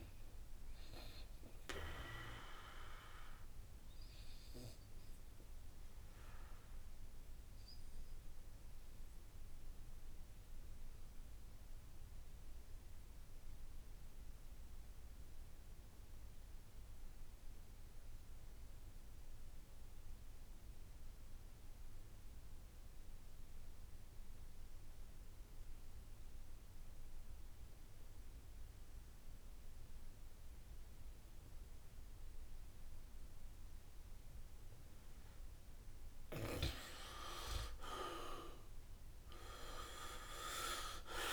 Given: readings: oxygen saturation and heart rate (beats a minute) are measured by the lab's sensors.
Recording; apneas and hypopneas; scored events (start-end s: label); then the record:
breathing in sleep by a room microphone; 1
0.00-11.00 s: oxygen desaturation (device-marked, oxygen 76% lowest, heart rate 66 extreme)
7.00-34.50 s: obstructive apnea (oxygen 91% before, 77% lowest, heart rate 74 before, 66 extreme, up 18 after)
23.00-41.33 s: oxygen desaturation (device-marked, oxygen 96% before, 78% lowest, heart rate 67 before, 66 extreme)
39.00-41.33 s: arousal
From the record:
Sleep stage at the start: N2 (light sleep); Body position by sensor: on the back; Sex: male